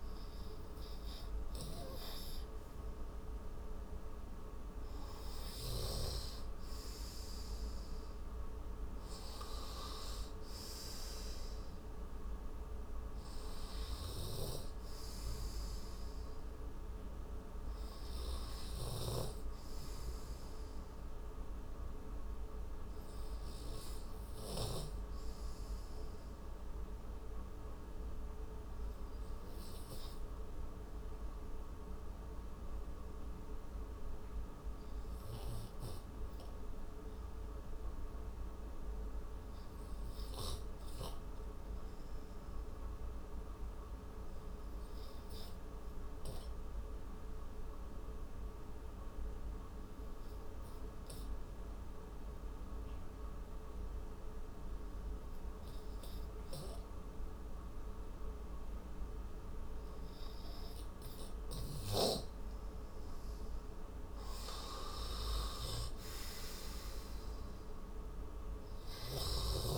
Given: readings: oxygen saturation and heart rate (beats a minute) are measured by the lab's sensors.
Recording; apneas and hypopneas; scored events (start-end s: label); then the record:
breathing in sleep by a room microphone; 1
11.50-20.50 s: oxygen desaturation (device-marked, oxygen 95% before, 92% lowest)
22.50-25.50 s: arousal
28.50-60.50 s: obstructive apnea (oxygen 95% before, 92% lowest)
63.50-67.00 s: arousal
From the record:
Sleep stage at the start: N2 (light sleep); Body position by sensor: on the right side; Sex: male